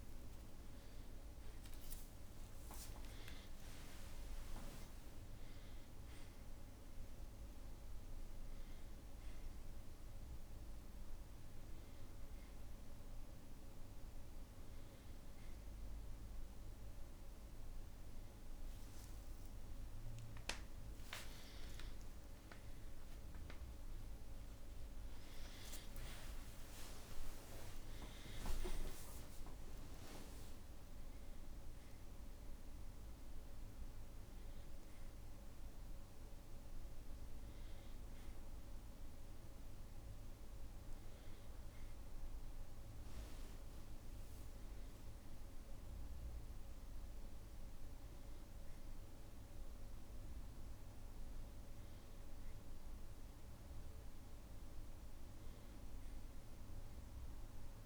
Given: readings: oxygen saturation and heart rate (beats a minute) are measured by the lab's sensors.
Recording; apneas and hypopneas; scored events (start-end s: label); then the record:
a person awake in a sleep study, hard to hear, by a room microphone; none
1.50-3.50 s: long interval between heartbeats (device-marked, heart rate 63 before, 89 extreme)
22.50-24.50 s: long interval between heartbeats (device-marked, heart rate 70 before, 72 extreme)
From the record:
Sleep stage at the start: awake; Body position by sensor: on the back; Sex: male